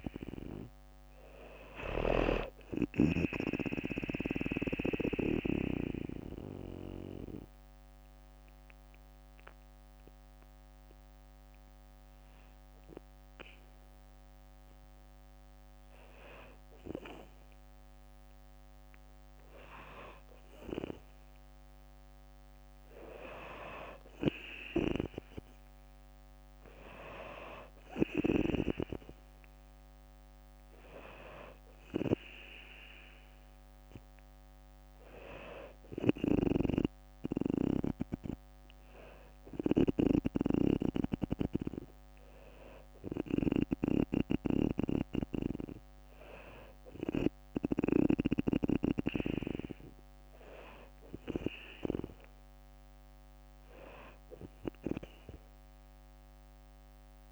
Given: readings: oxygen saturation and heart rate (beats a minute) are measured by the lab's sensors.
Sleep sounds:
breathing in sleep by a microphone on the trachea; 1
0.00-4.50 s: snoring (device-marked)
2.50-14.00 s: obstructive apnea (oxygen 97% before, 94% lowest, heart rate 64 before, 61 extreme, up 2 after)
4.50-16.50 s: drop in pulse transit time (device-marked, heart rate 64 before, 61 extreme)
18.50-21.50 s: arousal
35.50-48.00 s: snoring (device-marked)
From the record:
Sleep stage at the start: N2 (light sleep); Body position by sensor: on the back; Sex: female

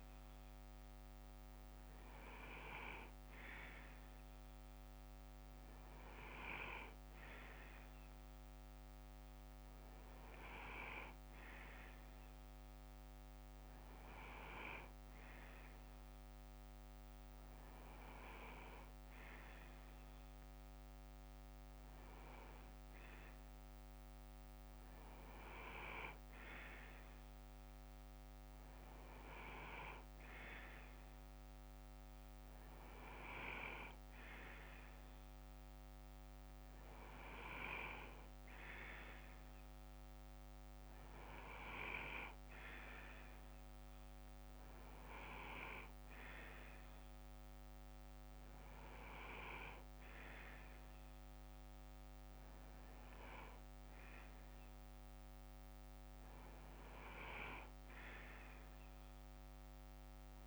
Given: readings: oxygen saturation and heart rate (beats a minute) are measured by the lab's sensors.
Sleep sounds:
breathing in sleep by a microphone on the trachea; none
6.00-9.00 s: bradycardia (device-marked, heart rate 61 before, 57 extreme)
11.00-13.00 s: bradycardia (device-marked, heart rate 61 before, 59 extreme)
14.00-21.00 s: bradycardia (device-marked, heart rate 61 before, 57 extreme)
50.00-57.00 s: bradycardia (device-marked, heart rate 61 before, 58 extreme)
From the record:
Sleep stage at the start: N2 (light sleep); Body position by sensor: on the left side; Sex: male

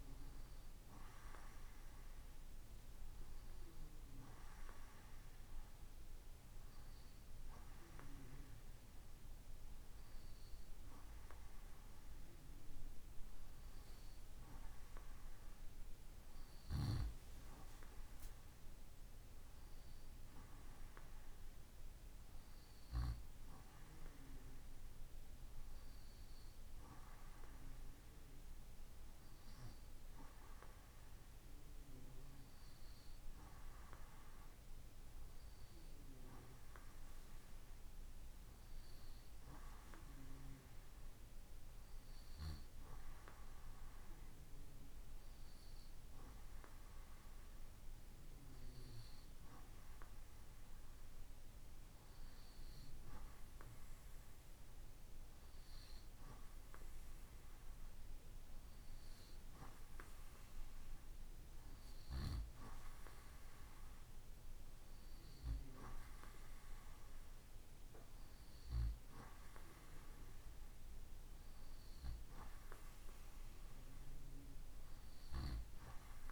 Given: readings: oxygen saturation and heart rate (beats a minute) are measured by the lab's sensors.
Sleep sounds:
breathing in sleep by a room microphone; none
none scored
From the record:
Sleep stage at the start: N2 (light sleep); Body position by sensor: on the right side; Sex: male

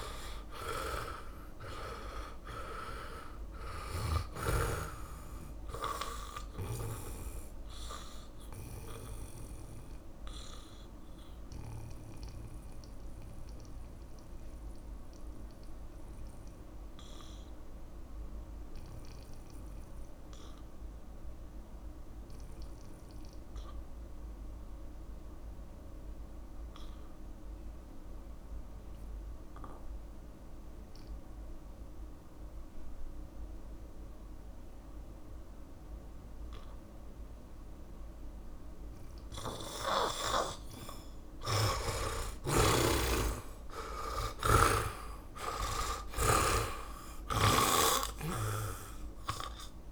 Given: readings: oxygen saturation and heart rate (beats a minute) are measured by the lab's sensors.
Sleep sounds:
breathing in sleep by a room microphone; 1
0.00-1.50 s: arousal
0.00-26.00 s: oxygen desaturation (device-marked, oxygen 72% lowest, heart rate 45 extreme)
8.50-41.00 s: mixed apnea (oxygen 100% before, 71% lowest, heart rate 57 before, 52 extreme, up 22 after)
37.00-49.92 s: oxygen desaturation (device-marked, oxygen 100% before, 71% lowest, heart rate 63 before, 46 extreme)
42.50-46.00 s: arousal
From the record:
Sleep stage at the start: N2 (light sleep); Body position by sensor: on the back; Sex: male

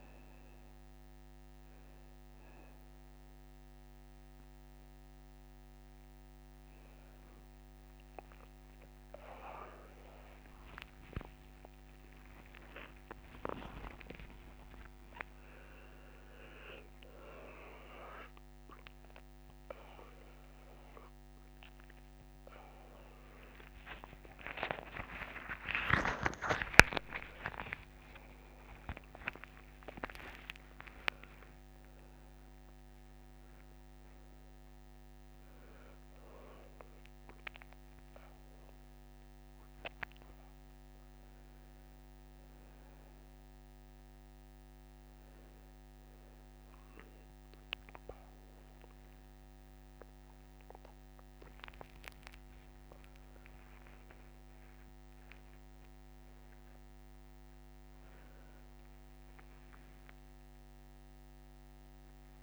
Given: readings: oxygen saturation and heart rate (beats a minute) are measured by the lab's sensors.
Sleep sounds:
a person awake in a sleep study, by a microphone on the trachea; none
0.00-9.50 s: oxygen desaturation (device-marked, oxygen 87% lowest)
11.50-62.43 s: new sleep stage, awake
From the record:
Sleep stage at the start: N2 (light sleep); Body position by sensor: on the back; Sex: male

